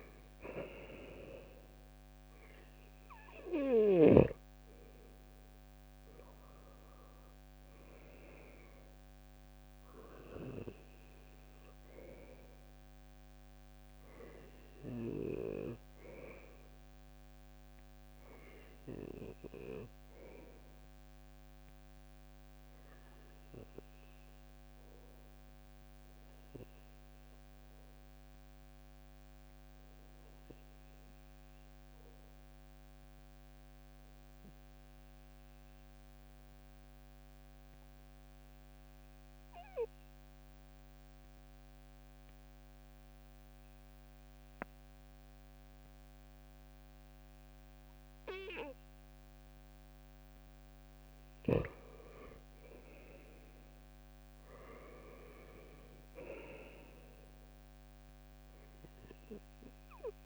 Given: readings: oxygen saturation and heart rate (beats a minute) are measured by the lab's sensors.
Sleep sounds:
breathing in sleep by a microphone on the trachea; 1
0.00-8.00 s: oxygen desaturation (device-marked, oxygen 93% lowest, heart rate 61 extreme)
13.00-37.00 s: oxygen desaturation (device-marked, oxygen 94% before, 91% lowest, heart rate 70 before, 61 extreme)
22.50-49.50 s: obstructive apnea (oxygen 96% before, 91% lowest, heart rate 66 before, 63 extreme, up 5 after)
52.00-56.00 s: arousal
From the record:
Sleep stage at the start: N2 (light sleep); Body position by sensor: on the right side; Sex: male

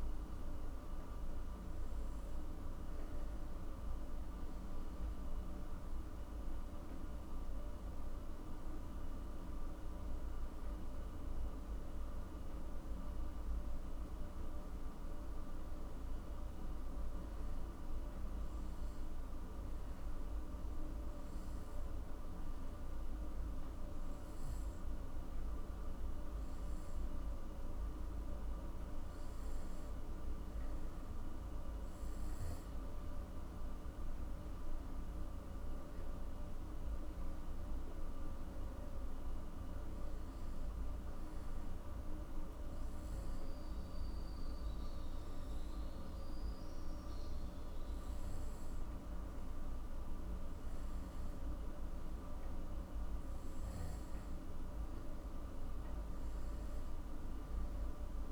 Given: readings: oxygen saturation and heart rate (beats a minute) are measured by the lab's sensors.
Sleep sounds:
breathing in sleep, hard to hear, by a room microphone; none
8.50-13.00 s: arousal
From the record:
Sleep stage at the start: N2 (light sleep); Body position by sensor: on the back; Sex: male

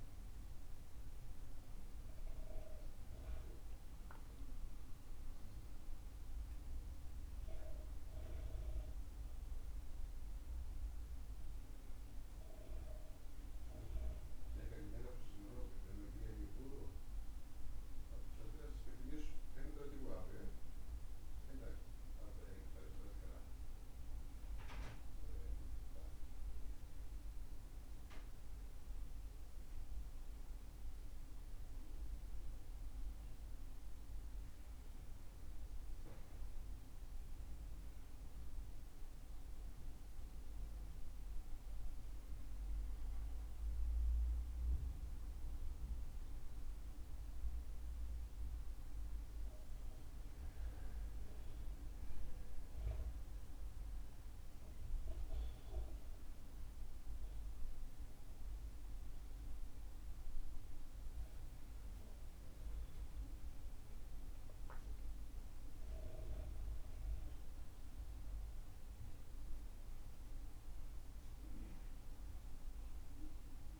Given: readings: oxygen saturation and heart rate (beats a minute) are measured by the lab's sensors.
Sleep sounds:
breathing in sleep by a room microphone; none
none scored
From the record:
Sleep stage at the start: N2 (light sleep); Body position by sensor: on the back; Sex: male

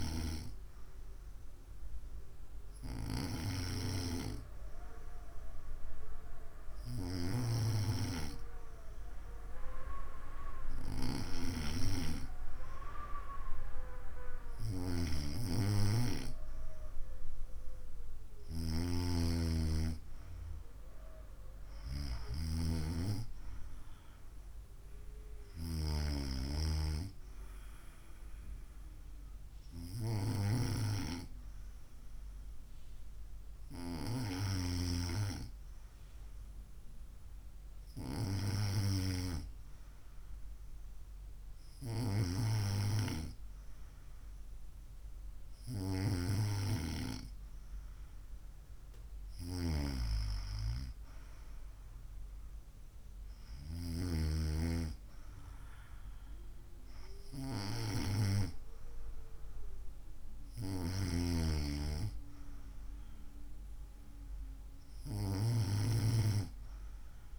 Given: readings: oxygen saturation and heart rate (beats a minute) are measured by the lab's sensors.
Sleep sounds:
breathing in sleep by a room microphone; none
none scored
From the record:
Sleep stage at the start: N2 (light sleep); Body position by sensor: on the right side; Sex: female

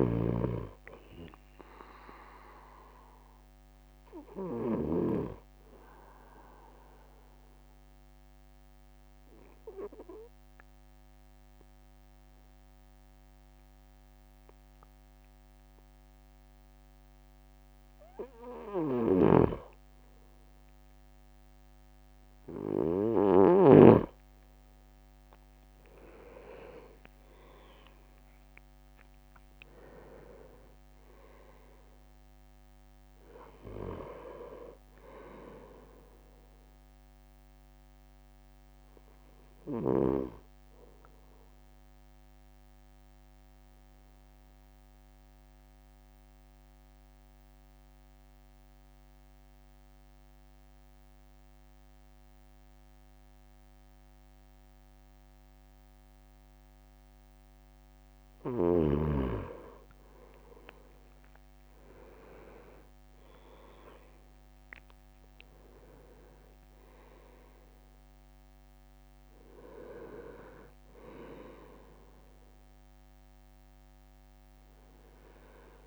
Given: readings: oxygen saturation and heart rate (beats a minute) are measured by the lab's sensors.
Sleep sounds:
breathing in sleep by a microphone on the trachea; 2
0.00-5.00 s: snoring (device-marked)
3.00-18.00 s: obstructive apnea (oxygen 99% before, 97% lowest)
18.50-23.50 s: snoring (device-marked)
21.50-25.00 s: arousal
25.50-27.00 s: leg movement (device-marked)
38.50-58.00 s: obstructive apnea (oxygen 99% before, 97% lowest)
60.50-64.50 s: leg movement (device-marked)
61.00-65.50 s: arousal
From the record:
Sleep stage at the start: N2 (light sleep); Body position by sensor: on the right side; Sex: male

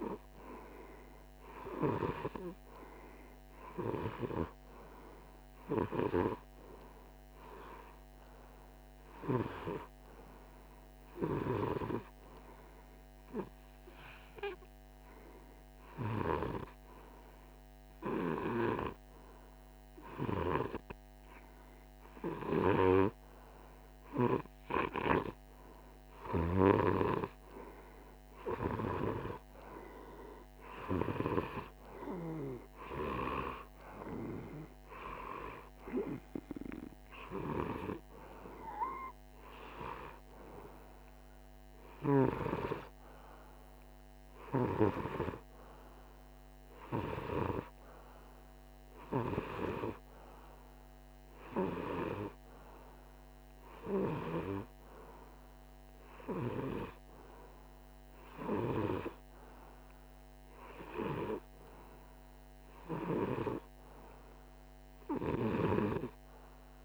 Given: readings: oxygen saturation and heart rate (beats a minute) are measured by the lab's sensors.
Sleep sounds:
breathing in sleep by a microphone on the trachea; 1
12.00-23.50 s: hypopnea (oxygen 98% before, 94% lowest, heart rate 54 before, 53 extreme, up 0 after)
25.50-29.50 s: arousal
From the record:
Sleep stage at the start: REM sleep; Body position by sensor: on the right side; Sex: male

